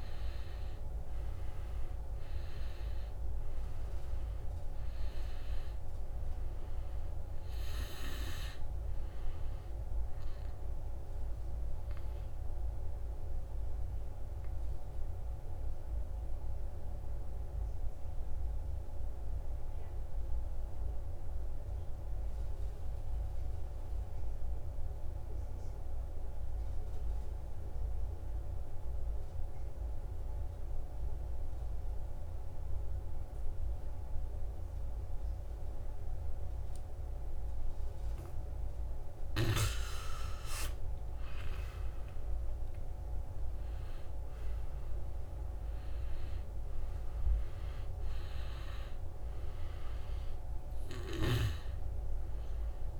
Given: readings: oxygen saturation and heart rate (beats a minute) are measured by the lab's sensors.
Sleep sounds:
breathing in sleep, hard to hear, by a room microphone; 1
0.00-2.00 s: arousal
0.00-20.00 s: oxygen desaturation (device-marked, oxygen 84% lowest, heart rate 52 extreme)
11.00-38.00 s: obstructive apnea (oxygen 97% before, 83% lowest, heart rate 69 before, 52 extreme, up 0 after)
31.00-53.00 s: oxygen desaturation (device-marked, oxygen 97% before, 83% lowest, heart rate 68 before, 52 extreme)
41.00-44.50 s: arousal
From the record:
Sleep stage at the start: N2 (light sleep); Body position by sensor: on the back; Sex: male

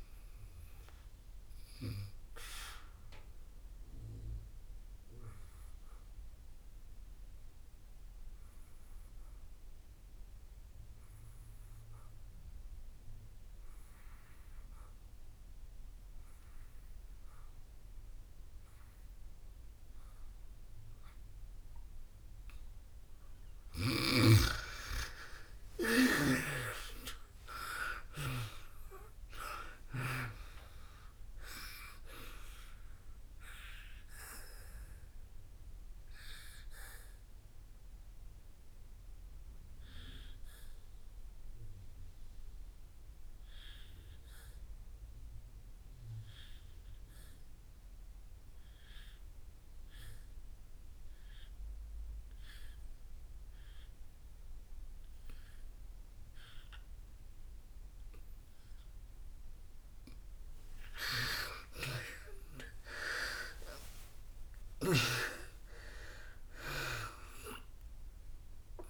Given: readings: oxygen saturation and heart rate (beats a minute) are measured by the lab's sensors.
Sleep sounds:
breathing in sleep by a room microphone; 2
0.00-18.50 s: oxygen desaturation (device-marked, oxygen 86% lowest, heart rate 56 extreme)
2.50-23.50 s: obstructive apnea (oxygen 98% before, 84% lowest, heart rate 67 before, 53 extreme, up 19 after)
25.50-29.50 s: arousal
29.50-56.50 s: oxygen desaturation (device-marked, oxygen 98% before, 84% lowest, heart rate 64 before, 53 extreme)
31.50-61.00 s: obstructive apnea (oxygen 98% before, 84% lowest, heart rate 67 before, 53 extreme, up 13 after)
62.50-68.00 s: arousal
62.50-68.90 s: oxygen desaturation (device-marked, oxygen 98% before, 85% lowest, heart rate 58 before, 55 extreme)
From the record:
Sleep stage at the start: N2 (light sleep); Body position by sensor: on the back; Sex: female

